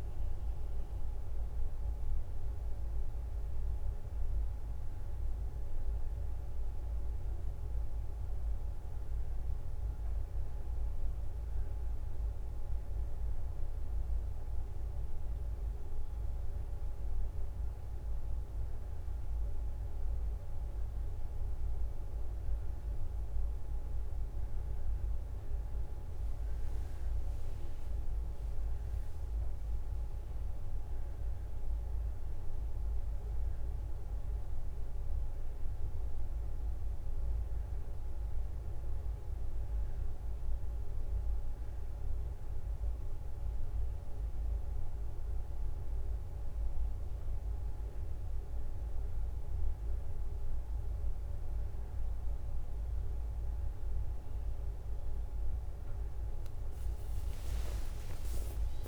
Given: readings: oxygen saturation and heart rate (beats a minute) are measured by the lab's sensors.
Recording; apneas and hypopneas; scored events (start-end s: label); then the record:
a person awake in a sleep study, hard to hear, by a room microphone; none
26.50-31.00 s: leg movement (device-marked)
32.50-43.50 s: drop in pulse transit time (device-marked, heart rate 65 before, 65 extreme)
57.00-58.88 s: leg movement (device-marked)
From the record:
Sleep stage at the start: awake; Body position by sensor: on the back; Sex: female